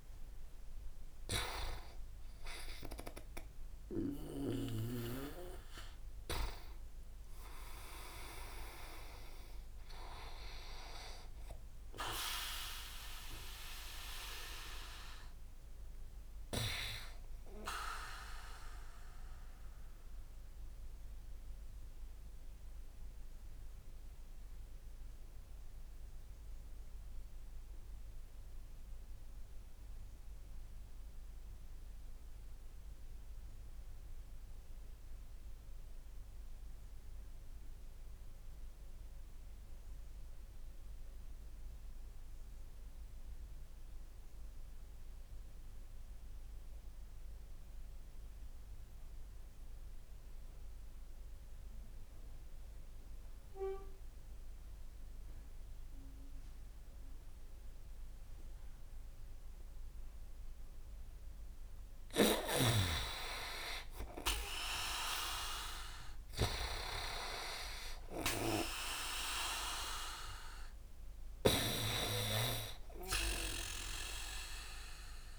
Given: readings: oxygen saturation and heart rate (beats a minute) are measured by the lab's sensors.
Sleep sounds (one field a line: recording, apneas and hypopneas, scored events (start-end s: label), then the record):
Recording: breathing in sleep by a room microphone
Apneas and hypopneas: 1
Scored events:
18.50-60.00 s: obstructive apnea (oxygen 99% before, 89% lowest, heart rate 40 before, 27 extreme, up 4 after)
21.00-33.00 s: oxygen desaturation (device-marked, oxygen 99% before, 93% lowest, heart rate 47 before, 39 extreme)
52.00-75.39 s: oxygen desaturation (device-marked, oxygen 98% before, 93% lowest, heart rate 55 before, 27 extreme)
63.00-67.50 s: arousal
From the record:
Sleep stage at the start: REM sleep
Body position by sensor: on the back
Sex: male